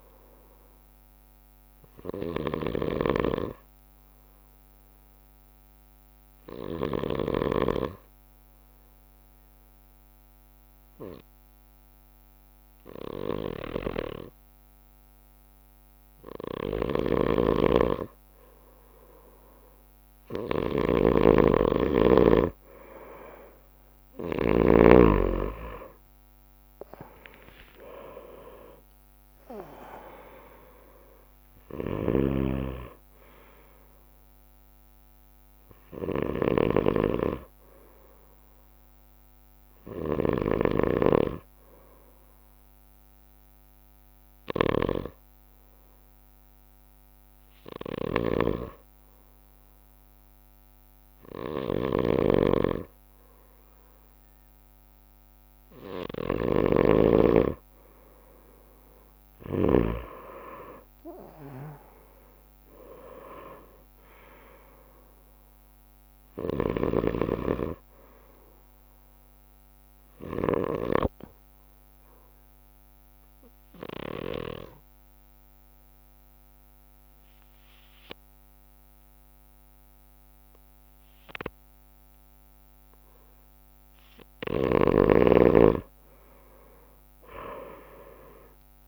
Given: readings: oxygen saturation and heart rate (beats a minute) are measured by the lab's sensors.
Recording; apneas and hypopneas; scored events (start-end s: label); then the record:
breathing in sleep by a microphone on the trachea; 3
0.00-2.00 s: oxygen desaturation (device-marked, oxygen 94% lowest, heart rate 50 extreme)
0.00-7.50 s: snoring (device-marked)
0.00-23.00 s: bradycardia (device-marked, heart rate 50 extreme)
3.00-17.50 s: obstructive apnea (oxygen 98% before, 94% lowest, heart rate 59 before, 50 extreme, up 6 after)
13.50-25.00 s: snoring (device-marked)
17.00-36.00 s: drop in pulse transit time (device-marked, heart rate 55 before, 53 extreme)
24.00-39.00 s: oxygen desaturation (device-marked, oxygen 98% before, 94% lowest, heart rate 55 before, 50 extreme)
26.50-32.00 s: arousal
28.00-30.00 s: long interval between heartbeats (device-marked, heart rate 57 before, 75 extreme)
31.00-58.00 s: bradycardia (device-marked, heart rate 57 before, 50 extreme)
32.00-60.00 s: snoring (device-marked)
43.50-55.50 s: hypopnea (oxygen 98% before, 94% lowest, heart rate 61 before, 54 extreme, up 10 after)
59.00-64.00 s: arousal
66.00-86.00 s: bradycardia (device-marked, heart rate 57 before, 54 extreme)
72.50-83.50 s: obstructive apnea (oxygen 98% before, 94% lowest, heart rate 59 before, 51 extreme, up 10 after)
85.00-88.88 s: drop in pulse transit time (device-marked, heart rate 58 before, 57 extreme)
87.50-88.88 s: arousal
From the record:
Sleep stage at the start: N2 (light sleep); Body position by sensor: on the right side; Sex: male